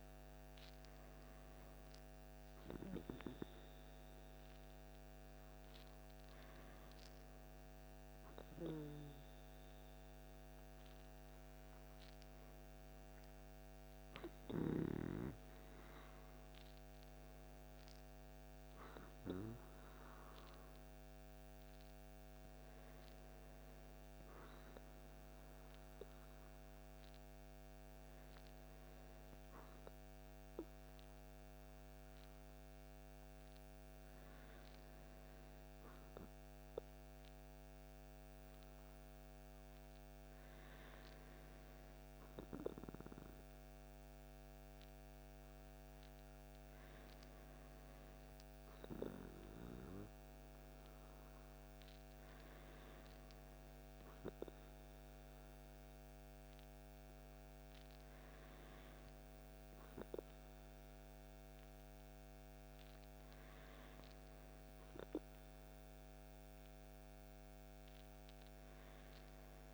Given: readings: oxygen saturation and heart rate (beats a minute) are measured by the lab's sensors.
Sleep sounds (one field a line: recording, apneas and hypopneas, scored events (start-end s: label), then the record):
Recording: breathing in sleep by a microphone on the trachea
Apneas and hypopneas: none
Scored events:
none scored
From the record:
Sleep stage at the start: N2 (light sleep)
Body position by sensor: on the back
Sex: male